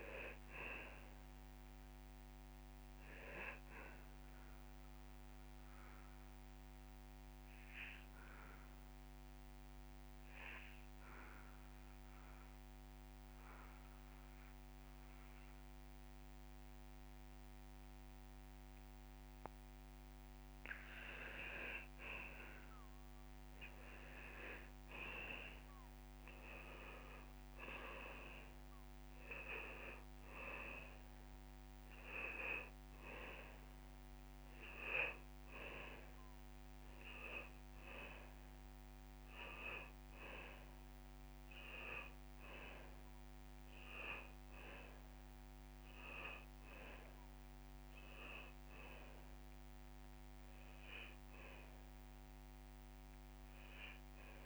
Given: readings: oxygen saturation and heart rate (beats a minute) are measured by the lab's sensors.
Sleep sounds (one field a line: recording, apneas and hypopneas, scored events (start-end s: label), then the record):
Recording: breathing in sleep by a microphone on the trachea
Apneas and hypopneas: 1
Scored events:
0.00-32.00 s: oxygen desaturation (device-marked, oxygen 90% lowest)
6.50-21.00 s: obstructive apnea (oxygen 98% before, 90% lowest)
23.00-26.00 s: drop in pulse transit time (device-marked)
25.00-28.50 s: arousal
34.00-36.00 s: long interval between heartbeats (device-marked)
42.00-54.46 s: oxygen desaturation (device-marked, oxygen 98% before, 93% lowest)
44.00-54.46 s: drop in pulse transit time (device-marked)
From the record:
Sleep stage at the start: N2 (light sleep)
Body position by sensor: on the back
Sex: male